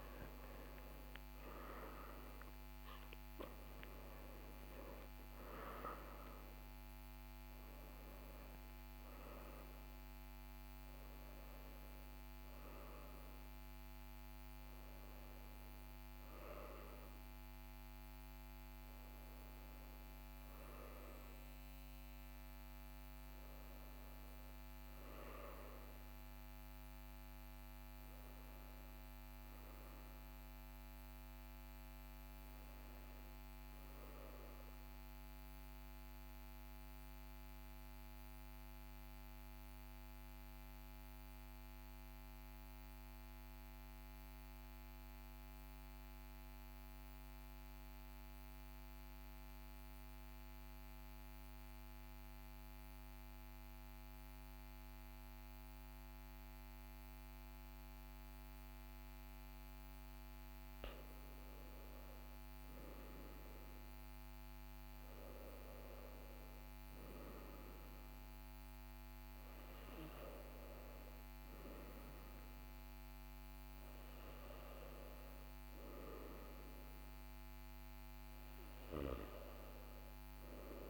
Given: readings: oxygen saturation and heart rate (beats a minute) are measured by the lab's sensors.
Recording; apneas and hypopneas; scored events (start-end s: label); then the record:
breathing in sleep, hard to hear, by a microphone on the trachea; 1
0.00-21.00 s: oxygen desaturation (device-marked, oxygen 81% lowest, heart rate 42 extreme)
27.00-80.90 s: new sleep stage, N2 (light sleep)
36.00-60.50 s: mixed apnea (oxygen 96% before, 94% lowest, heart rate 47 before, 43 extreme, up 1 after)
62.00-80.90 s: oxygen desaturation (device-marked, oxygen 99% before, 94% lowest, heart rate 43 before, 42 extreme)
62.50-68.50 s: arousal
From the record:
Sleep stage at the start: N1 (lightest sleep); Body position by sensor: on the right side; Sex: male